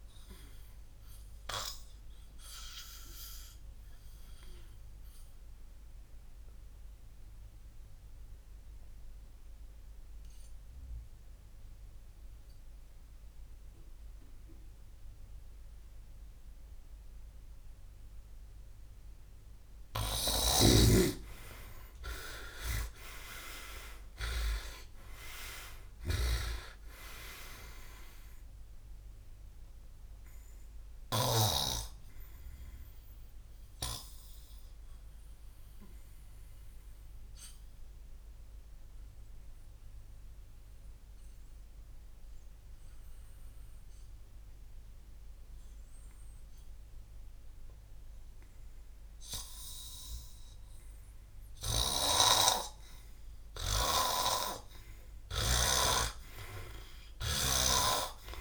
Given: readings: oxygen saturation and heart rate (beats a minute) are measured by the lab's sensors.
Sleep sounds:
breathing in sleep by a room microphone; 2
0.00-12.00 s: oxygen desaturation (device-marked, oxygen 91% lowest, heart rate 49 extreme)
3.00-20.00 s: obstructive apnea (oxygen 99% before, 89% lowest, heart rate 62 before, 49 extreme, up 31 after)
20.00-31.50 s: snoring (device-marked)
21.50-25.50 s: arousal
38.50-48.50 s: obstructive apnea (oxygen 94% before, 86% lowest, heart rate 65 before, 59 extreme, up 12 after)
50.00-54.00 s: arousal
51.50-55.50 s: snoring (device-marked)
From the record:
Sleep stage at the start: N2 (light sleep); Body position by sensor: on the back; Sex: male

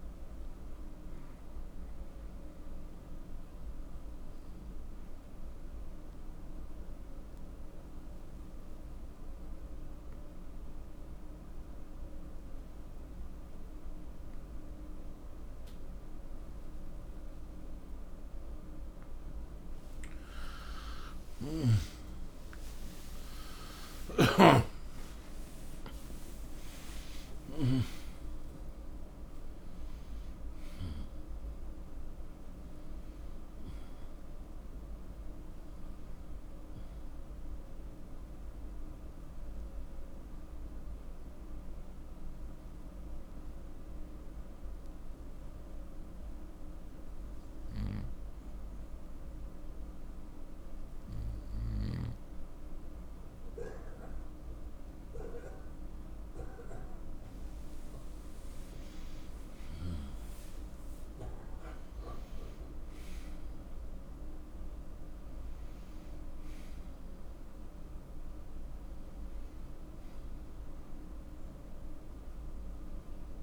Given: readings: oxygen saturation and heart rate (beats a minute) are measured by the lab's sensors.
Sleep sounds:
breathing in sleep by a room microphone; 2
1.50-19.00 s: obstructive apnea (oxygen 95% before, 90% lowest, heart rate 65 before, 61 extreme, up 14 after)
21.00-25.50 s: arousal
21.00-30.00 s: oxygen desaturation (device-marked, oxygen 96% before, 92% lowest, heart rate 63 before, 61 extreme)
42.00-52.00 s: oxygen desaturation (device-marked, oxygen 93% before, 90% lowest, heart rate 69 before, 61 extreme)
42.00-55.50 s: obstructive apnea (oxygen 95% before, 90% lowest, heart rate 69 before, 61 extreme, up 0 after)
57.00-62.00 s: arousal
67.00-73.43 s: oxygen desaturation (device-marked, oxygen 97% before, 92% lowest, heart rate 62 before, 62 extreme)
From the record:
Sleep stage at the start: N2 (light sleep); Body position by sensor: on the right side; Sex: male

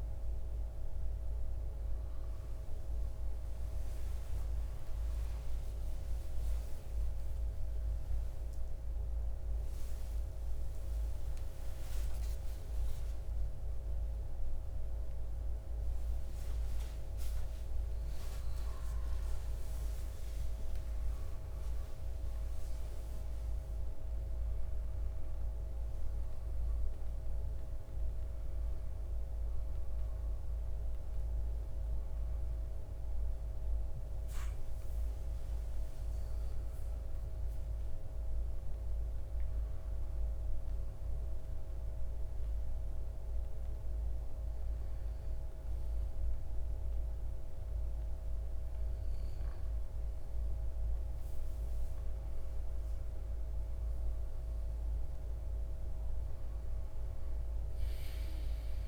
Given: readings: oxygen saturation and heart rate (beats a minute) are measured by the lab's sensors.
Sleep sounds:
a person partly awake in a sleep study, hard to hear, by a room microphone; none
22.50-52.50 s: new sleep stage, N1 (lightest sleep)
52.50-58.88 s: new sleep stage, N2 (light sleep)
From the record:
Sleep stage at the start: awake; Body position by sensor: on the left side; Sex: male

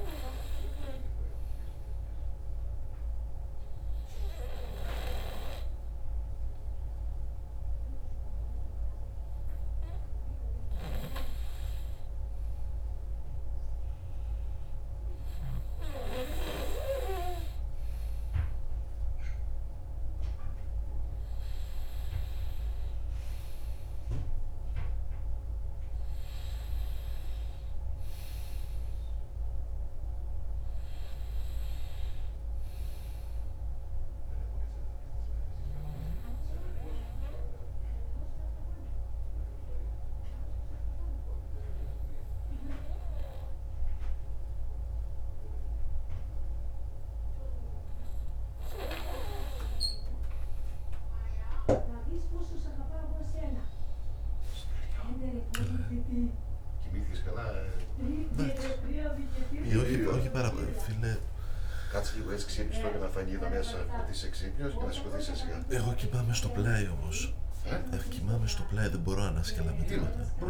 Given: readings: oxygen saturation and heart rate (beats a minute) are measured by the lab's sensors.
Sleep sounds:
breathing in sleep by a room microphone; 2
1.50-11.50 s: obstructive apnea (oxygen 98% before, 96% lowest, heart rate 84 before, 79 extreme, up 23 after)
14.50-19.50 s: arousal
35.00-47.50 s: obstructive apnea (oxygen 98% before, 96% lowest)
66.50-70.50 s: new sleep stage, awake
From the record:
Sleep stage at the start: N2 (light sleep); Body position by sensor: on the back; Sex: male

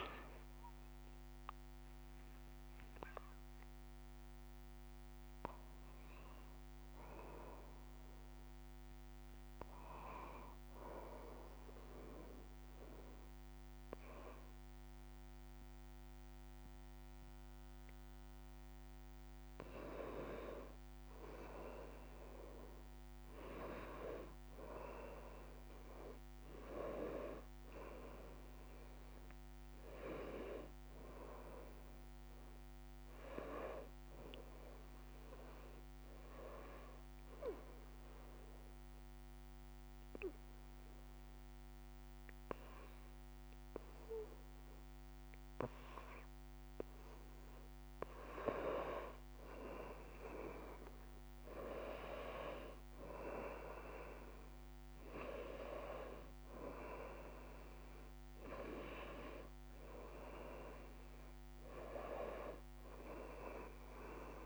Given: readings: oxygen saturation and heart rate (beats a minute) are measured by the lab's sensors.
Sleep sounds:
breathing in sleep by a microphone on the trachea; 2
0.00-8.50 s: drop in pulse transit time (device-marked, heart rate 66 extreme)
1.50-6.00 s: arousal
10.50-21.00 s: obstructive apnea (oxygen 98% before, 92% lowest, heart rate 69 before, 63 extreme, up 1 after)
22.50-27.00 s: arousal
37.00-49.00 s: obstructive apnea (oxygen 99% before, 92% lowest, heart rate 64 before, 63 extreme, up 3 after)
48.50-64.46 s: oxygen desaturation (device-marked, oxygen 97% before, 92% lowest, heart rate 64 before, 63 extreme)
50.00-53.50 s: arousal
From the record:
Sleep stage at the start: N1 (lightest sleep); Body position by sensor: on the right side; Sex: female

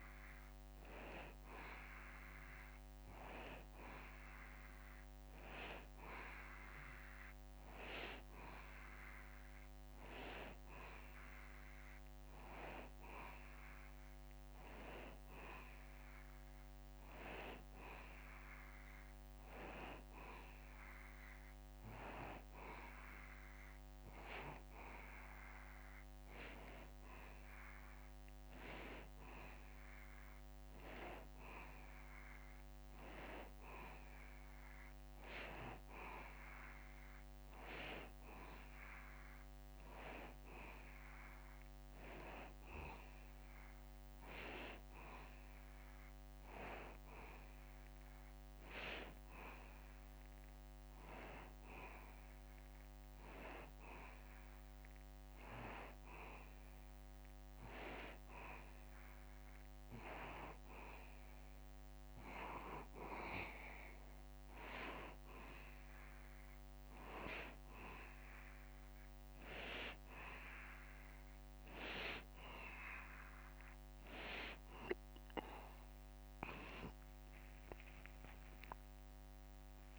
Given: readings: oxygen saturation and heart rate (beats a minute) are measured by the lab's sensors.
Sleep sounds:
breathing in sleep by a microphone on the trachea; none
77.00-79.99 s: arousal
From the record:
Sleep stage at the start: N2 (light sleep); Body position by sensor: on the back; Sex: male

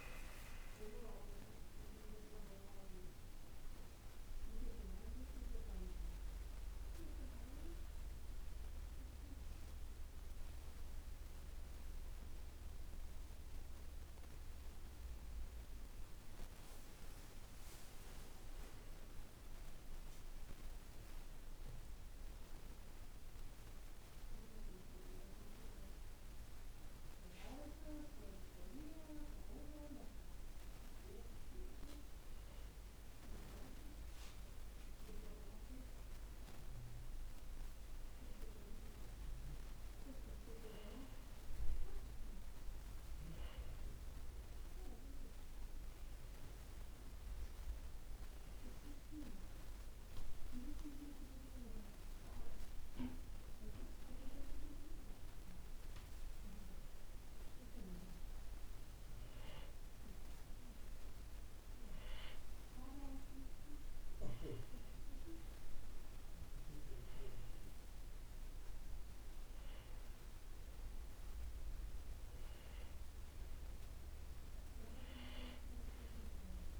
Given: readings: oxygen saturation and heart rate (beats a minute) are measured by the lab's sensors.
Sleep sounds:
breathing in sleep by a room microphone; 1
0.00-1.50 s: arousal
4.50-18.50 s: oxygen desaturation (device-marked, oxygen 95% before, 92% lowest, heart rate 61 before, 54 extreme)
18.00-20.00 s: long interval between heartbeats (device-marked, heart rate 60 before, 66 extreme)
22.50-34.50 s: hypopnea (oxygen 99% before, 94% lowest, heart rate 62 before, 56 extreme, up 7 after)
37.00-41.00 s: arousal
From the record:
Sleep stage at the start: N2 (light sleep); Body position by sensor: on the back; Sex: male

